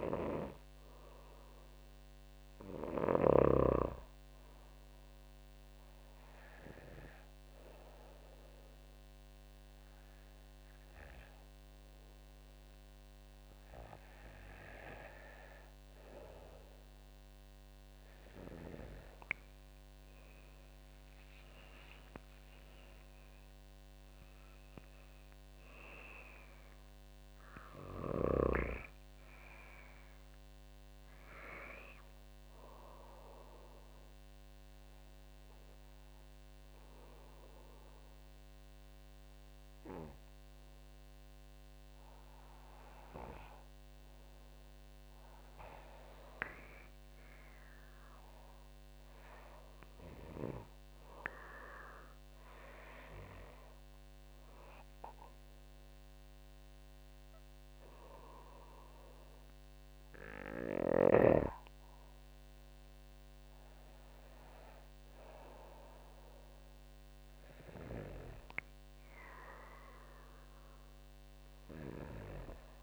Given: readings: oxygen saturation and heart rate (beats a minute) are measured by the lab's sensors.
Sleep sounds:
breathing in sleep by a microphone on the trachea; 3
4.50-16.00 s: hypopnea (oxygen 97% before, 95% lowest, heart rate 51 before, 50 extreme, up 10 after)
19.50-24.50 s: arousal
32.50-43.50 s: hypopnea (oxygen 97% before, 95% lowest, heart rate 56 before, 51 extreme, up 7 after)
45.50-48.50 s: arousal
53.50-63.50 s: hypopnea (oxygen 98% before, 95% lowest, heart rate 54 before, 52 extreme, up 5 after)
66.50-70.00 s: arousal
From the record:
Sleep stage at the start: N2 (light sleep); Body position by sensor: on the back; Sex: female

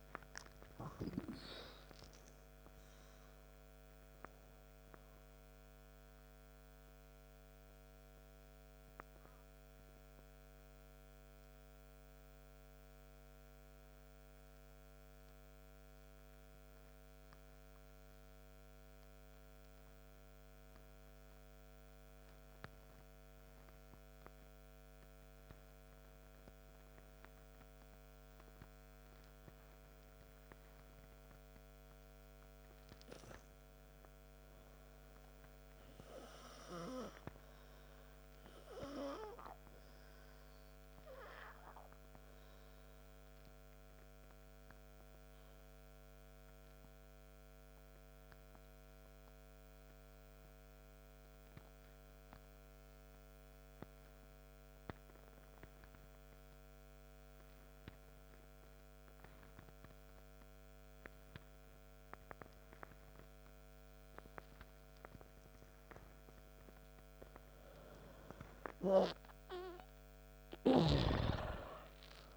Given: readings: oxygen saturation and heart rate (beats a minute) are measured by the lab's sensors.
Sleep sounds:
breathing in sleep by a microphone on the trachea; 2
0.00-2.50 s: arousal
4.00-31.00 s: oxygen desaturation (device-marked, oxygen 98% before, 86% lowest, heart rate 61 before, 62 extreme)
8.00-32.50 s: obstructive apnea (oxygen 99% before, 86% lowest, heart rate 65 before, 62 extreme, up 4 after)
34.00-37.00 s: arousal
40.50-66.50 s: obstructive apnea (oxygen 100% before, 86% lowest, heart rate 71 before, 53 extreme, up 11 after)
44.00-66.00 s: oxygen desaturation (device-marked, oxygen 100% before, 88% lowest, heart rate 69 before, 53 extreme)
68.50-72.37 s: arousal
From the record:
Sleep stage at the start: N2 (light sleep); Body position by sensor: on the right side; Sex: male

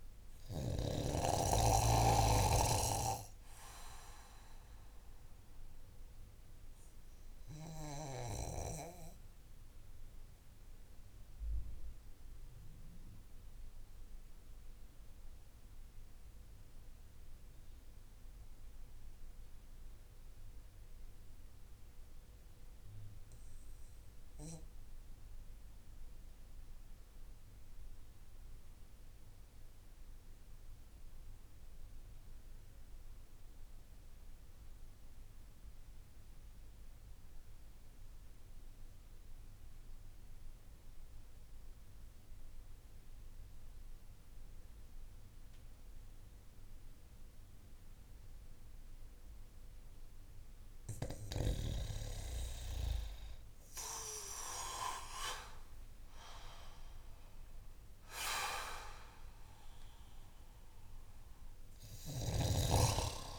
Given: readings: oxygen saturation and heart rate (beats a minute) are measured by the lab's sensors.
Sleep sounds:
breathing in sleep by a room microphone; 1
1.50-49.50 s: obstructive apnea (oxygen 99% before, 89% lowest)
47.00-63.39 s: oxygen desaturation (device-marked, oxygen 97% before, 89% lowest)
51.50-55.50 s: arousal
From the record:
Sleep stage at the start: REM sleep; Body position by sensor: on the back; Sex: male

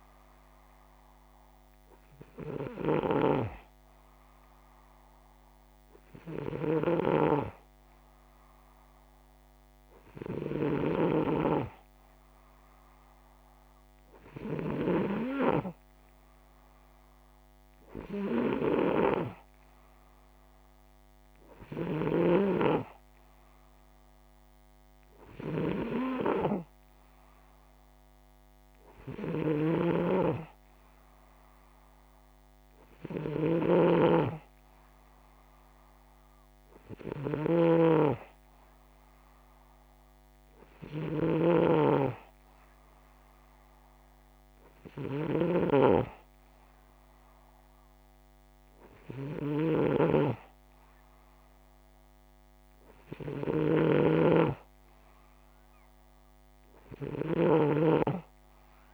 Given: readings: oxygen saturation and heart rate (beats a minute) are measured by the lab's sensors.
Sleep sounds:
breathing in sleep by a microphone on the trachea; none
0.00-14.50 s: snoring (device-marked)
21.00-58.94 s: snoring (device-marked)
From the record:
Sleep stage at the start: N2 (light sleep); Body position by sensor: upright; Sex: male

